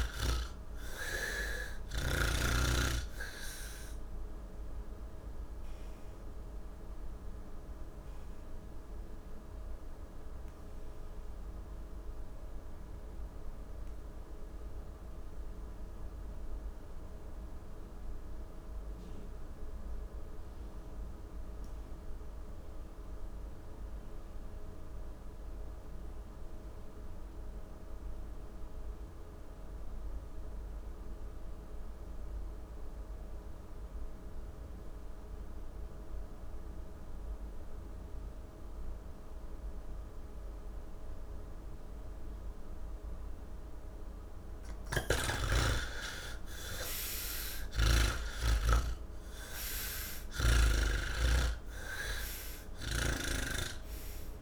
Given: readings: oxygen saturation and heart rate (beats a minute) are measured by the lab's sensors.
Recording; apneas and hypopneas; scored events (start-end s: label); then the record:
breathing in sleep by a room microphone; 1
0.00-23.00 s: oxygen desaturation (device-marked, oxygen 64% lowest, heart rate 109 extreme)
8.50-45.00 s: obstructive apnea (oxygen 85% before, 64% lowest, heart rate 161 before, 107 extreme, up 39 after)
25.00-54.42 s: oxygen desaturation (device-marked, oxygen 96% before, 65% lowest, heart rate 133 before, 107 extreme)
44.50-48.00 s: snoring (device-marked)
From the record:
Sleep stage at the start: N1 (lightest sleep); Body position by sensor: on the back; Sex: male